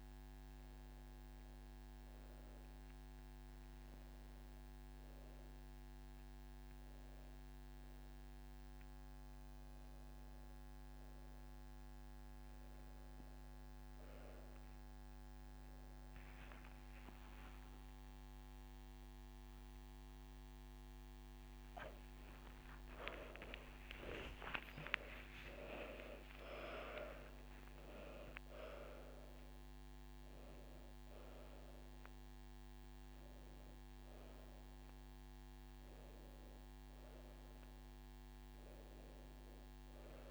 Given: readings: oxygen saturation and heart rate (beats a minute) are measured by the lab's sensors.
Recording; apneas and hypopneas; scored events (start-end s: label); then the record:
a person awake in a sleep study, by a microphone on the trachea; none
4.50-6.50 s: long interval between heartbeats (device-marked)
18.00-20.00 s: long interval between heartbeats (device-marked)
19.50-34.50 s: drop in pulse transit time (device-marked)
25.00-27.00 s: long interval between heartbeats (device-marked)
28.00-30.00 s: long interval between heartbeats (device-marked)
From the record:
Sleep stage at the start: awake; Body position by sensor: on the back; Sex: female